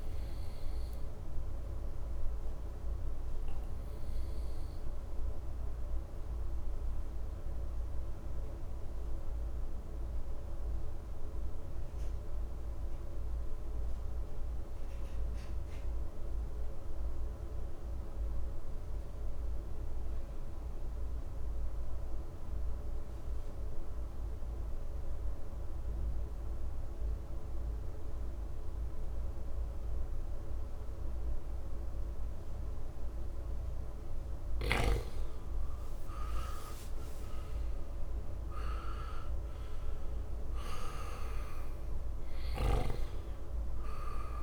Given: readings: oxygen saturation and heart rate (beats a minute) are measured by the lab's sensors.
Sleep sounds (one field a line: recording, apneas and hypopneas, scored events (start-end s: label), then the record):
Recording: breathing in sleep by a room microphone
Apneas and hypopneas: 1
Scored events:
0.00-14.00 s: oxygen desaturation (device-marked, oxygen 91% lowest, heart rate 58 extreme)
6.00-33.00 s: obstructive apnea (oxygen 99% before, 90% lowest, heart rate 63 before, 58 extreme, up 9 after)
25.00-44.43 s: oxygen desaturation (device-marked, oxygen 99% before, 90% lowest, heart rate 59 before, 57 extreme)
35.00-38.50 s: arousal
From the record:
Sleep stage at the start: N2 (light sleep)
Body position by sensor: on the right side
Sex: male